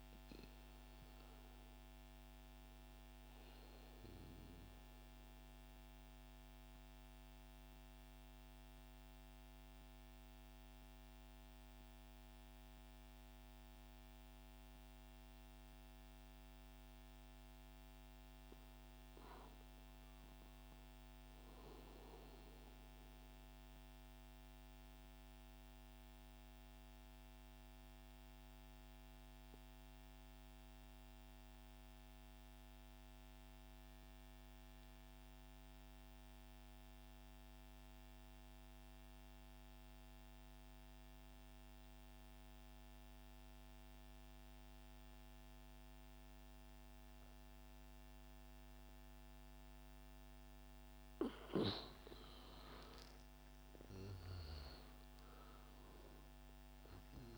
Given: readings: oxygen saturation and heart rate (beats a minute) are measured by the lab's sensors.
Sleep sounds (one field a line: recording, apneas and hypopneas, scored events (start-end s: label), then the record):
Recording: breathing in sleep, hard to hear, by a microphone on the trachea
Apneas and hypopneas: 2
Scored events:
0.00-3.00 s: oxygen desaturation (device-marked, oxygen 87% lowest)
3.50-17.00 s: central apnea (oxygen 97% before, 88% lowest, heart rate 82 before, 36 extreme)
18.00-21.00 s: arousal
24.00-36.00 s: oxygen desaturation (device-marked, oxygen 99% before, 95% lowest, heart rate 111 before, 36 extreme)
24.50-51.00 s: mixed apnea (oxygen 99% before, 88% lowest, heart rate 111 before, 36 extreme, up 35 after)
43.00-57.38 s: oxygen desaturation (device-marked, oxygen 96% before, 88% lowest, heart rate 71 before, 29 extreme)
52.50-56.50 s: arousal
From the record:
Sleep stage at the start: N2 (light sleep)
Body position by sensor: on the right side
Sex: male